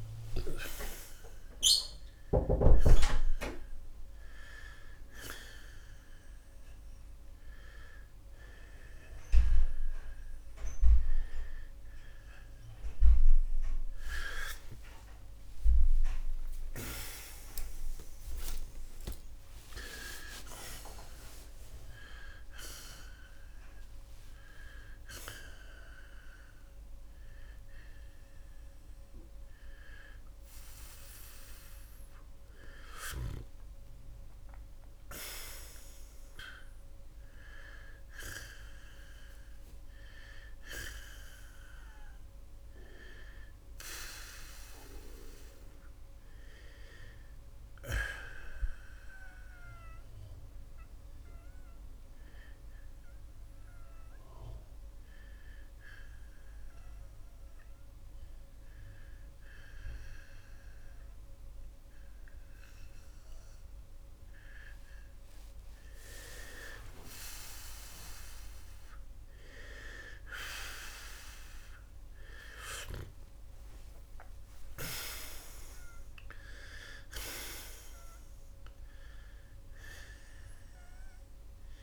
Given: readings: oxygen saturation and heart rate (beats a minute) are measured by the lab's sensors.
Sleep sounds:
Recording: a person partly awake in a sleep study, by a room microphone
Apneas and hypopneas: 1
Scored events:
27.50-81.83 s: new sleep stage, N1 (lightest sleep)
45.50-59.50 s: oxygen desaturation (device-marked, oxygen 93% before, 89% lowest)
48.50-65.50 s: hypopnea (oxygen 93% before, 87% lowest)
66.50-72.00 s: arousal
From the record:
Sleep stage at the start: awake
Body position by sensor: on the right side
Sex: male

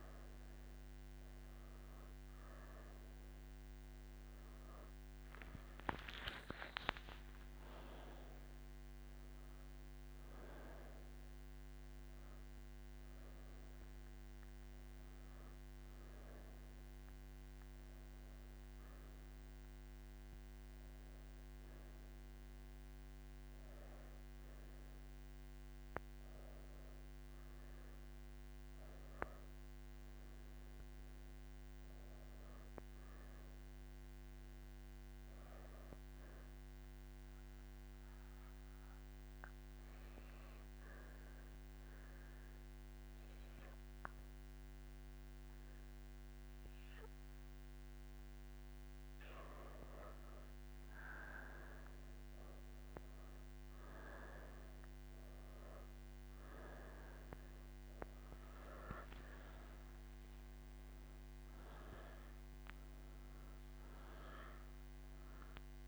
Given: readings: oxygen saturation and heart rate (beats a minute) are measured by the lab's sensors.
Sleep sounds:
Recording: breathing in sleep by a microphone on the trachea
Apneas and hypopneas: 1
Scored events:
37.00-49.50 s: obstructive apnea (oxygen 96% before, 94% lowest)
From the record:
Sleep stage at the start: N2 (light sleep)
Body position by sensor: on the right side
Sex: female

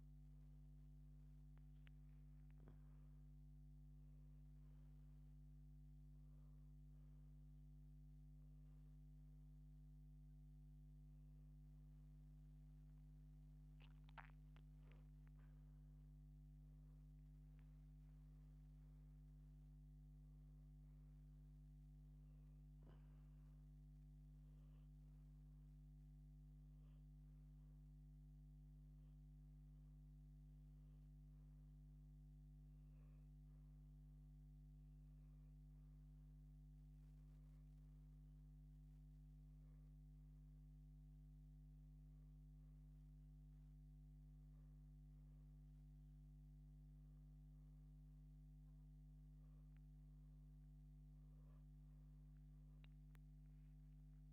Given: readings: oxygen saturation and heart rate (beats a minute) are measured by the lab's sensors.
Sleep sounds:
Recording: a person awake in a sleep study, hard to hear, by a microphone on the trachea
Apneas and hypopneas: none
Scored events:
none scored
From the record:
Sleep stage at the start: awake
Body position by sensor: on the back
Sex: female

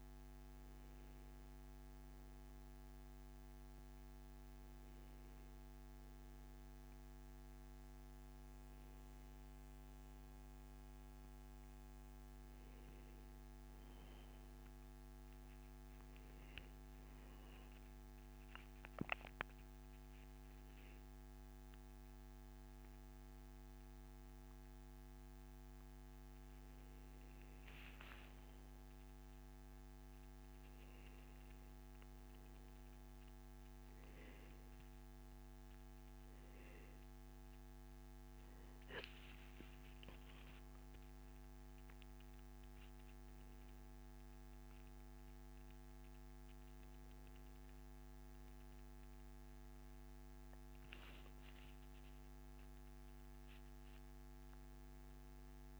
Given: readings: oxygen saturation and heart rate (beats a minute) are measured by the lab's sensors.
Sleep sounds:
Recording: a person awake in a sleep study, hard to hear, by a microphone on the trachea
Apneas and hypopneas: none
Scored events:
none scored
From the record:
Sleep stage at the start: awake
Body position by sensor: on the back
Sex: male

